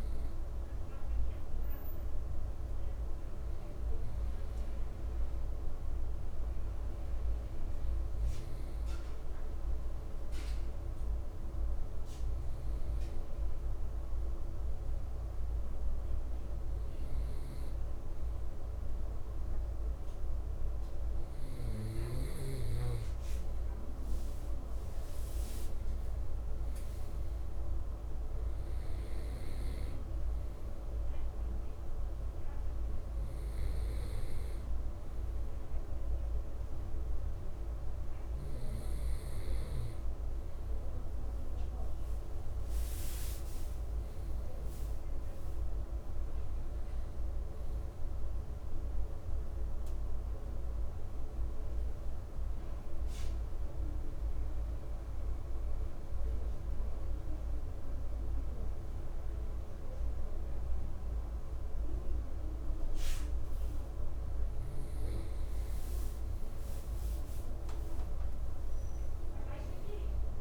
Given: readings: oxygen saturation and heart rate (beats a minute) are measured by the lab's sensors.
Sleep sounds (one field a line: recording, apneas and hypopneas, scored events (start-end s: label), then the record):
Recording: breathing in sleep, hard to hear, by a room microphone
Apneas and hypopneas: 1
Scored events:
50.50-64.00 s: hypopnea (oxygen 98% before, 96% lowest, heart rate 62 before, 55 extreme, up 11 after)
66.00-70.41 s: arousal
From the record:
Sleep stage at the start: N2 (light sleep)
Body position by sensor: on the right side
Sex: male